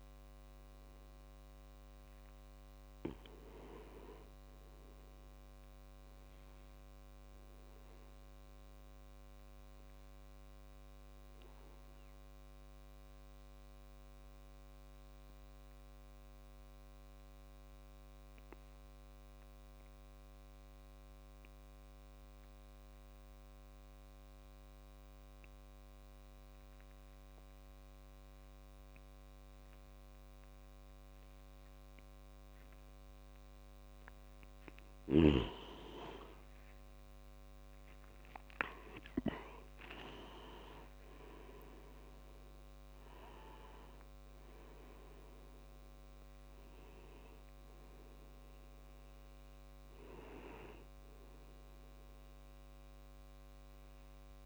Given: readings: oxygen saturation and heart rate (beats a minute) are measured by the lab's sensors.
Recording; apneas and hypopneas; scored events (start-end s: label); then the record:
breathing in sleep by a microphone on the trachea; 1
0.00-8.50 s: oxygen desaturation (device-marked, oxygen 87% lowest)
8.00-34.00 s: obstructive apnea (oxygen 97% before, 89% lowest)
32.50-46.50 s: oxygen desaturation (device-marked, oxygen 98% before, 93% lowest)
35.50-39.50 s: arousal
52.50-54.46 s: oxygen desaturation (device-marked, oxygen 95% before, 89% lowest)
From the record:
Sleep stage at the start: N2 (light sleep); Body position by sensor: on the back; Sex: male